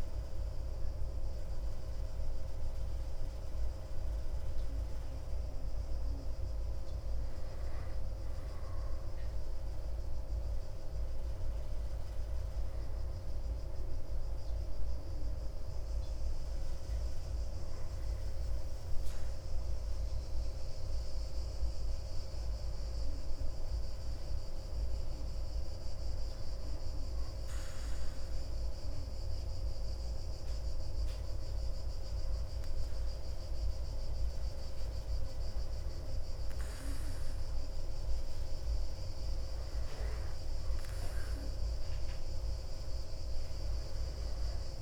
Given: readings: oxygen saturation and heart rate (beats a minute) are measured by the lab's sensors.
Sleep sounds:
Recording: breathing in sleep, hard to hear, by a room microphone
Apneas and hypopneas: none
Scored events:
none scored
From the record:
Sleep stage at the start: N2 (light sleep)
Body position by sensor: on the back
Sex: male

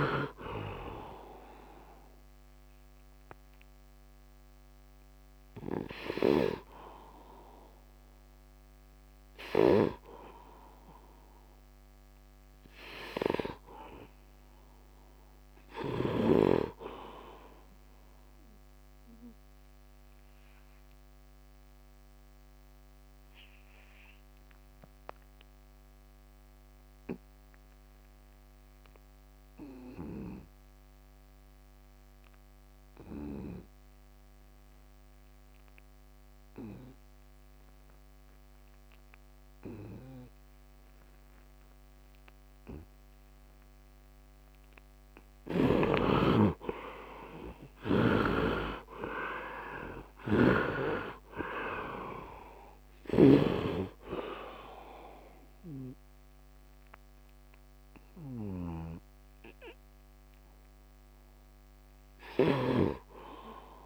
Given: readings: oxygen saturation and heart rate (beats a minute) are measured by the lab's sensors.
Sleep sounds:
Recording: breathing in sleep by a microphone on the trachea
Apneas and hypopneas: 1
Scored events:
0.00-17.00 s: oxygen desaturation (device-marked, oxygen 68% lowest, heart rate 73 extreme)
20.00-44.50 s: obstructive apnea (oxygen 100% before, 67% lowest, heart rate 84 before, 69 extreme, up 18 after)
37.00-63.86 s: oxygen desaturation (device-marked, oxygen 95% before, 67% lowest, heart rate 77 before, 69 extreme)
46.50-51.00 s: arousal
52.50-62.50 s: snoring (device-marked)
From the record:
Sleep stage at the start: N2 (light sleep)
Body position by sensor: on the right side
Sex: male

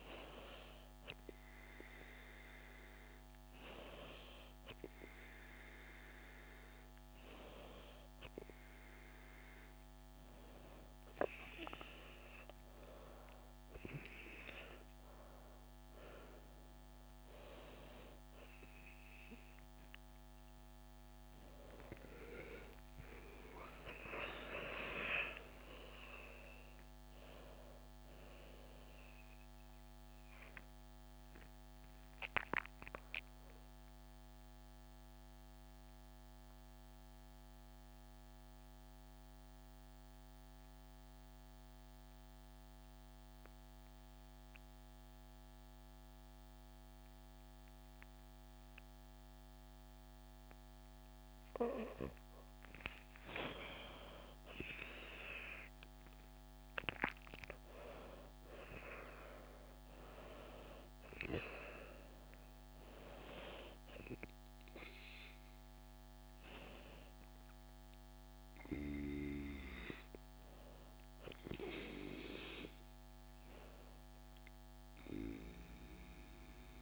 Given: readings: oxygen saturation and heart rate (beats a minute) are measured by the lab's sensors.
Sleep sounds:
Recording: breathing in sleep by a microphone on the trachea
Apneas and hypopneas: 1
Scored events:
21.50-25.00 s: arousal
30.50-52.50 s: mixed apnea (oxygen 97% before, 92% lowest, heart rate 86 before, 65 extreme, up 14 after)
52.00-75.00 s: oxygen desaturation (device-marked, oxygen 98% before, 92% lowest, heart rate 73 before, 66 extreme)
54.50-58.00 s: arousal
From the record:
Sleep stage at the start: N2 (light sleep)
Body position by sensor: on the back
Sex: female

